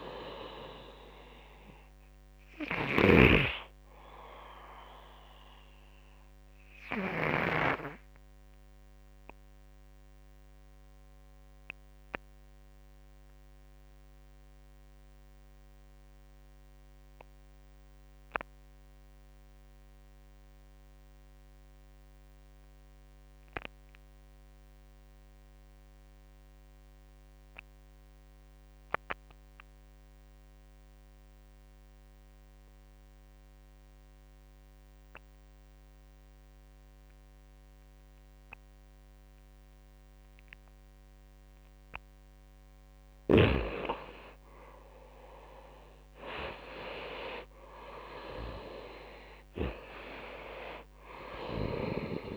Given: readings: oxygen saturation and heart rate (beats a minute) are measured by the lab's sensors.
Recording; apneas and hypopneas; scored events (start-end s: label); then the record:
breathing in sleep by a microphone on the trachea; 1
0.00-13.00 s: oxygen desaturation (device-marked, oxygen 85% lowest)
6.00-40.00 s: obstructive apnea (oxygen 98% before, 85% lowest)
34.00-52.37 s: oxygen desaturation (device-marked, oxygen 98% before, 85% lowest)
43.00-47.50 s: arousal
From the record:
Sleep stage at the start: N2 (light sleep); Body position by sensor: on the right side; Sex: male